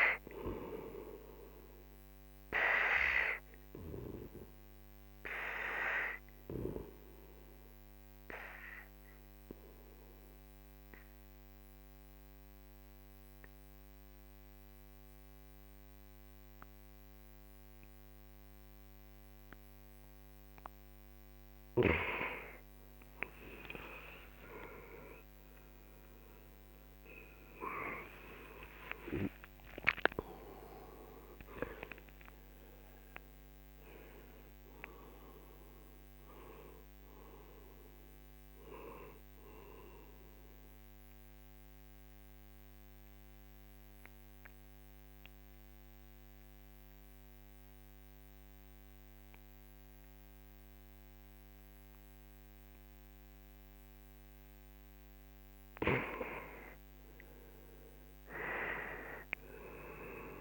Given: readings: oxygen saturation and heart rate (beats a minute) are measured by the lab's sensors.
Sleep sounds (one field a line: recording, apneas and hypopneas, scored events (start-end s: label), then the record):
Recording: breathing in sleep by a microphone on the trachea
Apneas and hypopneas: 2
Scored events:
0.00-11.00 s: oxygen desaturation (device-marked, oxygen 92% lowest, heart rate 45 extreme)
2.50-21.00 s: obstructive apnea (oxygen 98% before, 90% lowest, heart rate 53 before, 46 extreme, up 17 after)
23.00-27.50 s: arousal
33.00-40.00 s: oxygen desaturation (device-marked, oxygen 95% before, 90% lowest, heart rate 56 before, 48 extreme)
41.50-55.50 s: obstructive apnea (oxygen 96% before, 91% lowest, heart rate 61 before, 44 extreme, up 12 after)
57.00-60.41 s: arousal
From the record:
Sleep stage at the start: N2 (light sleep)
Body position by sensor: on the right side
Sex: male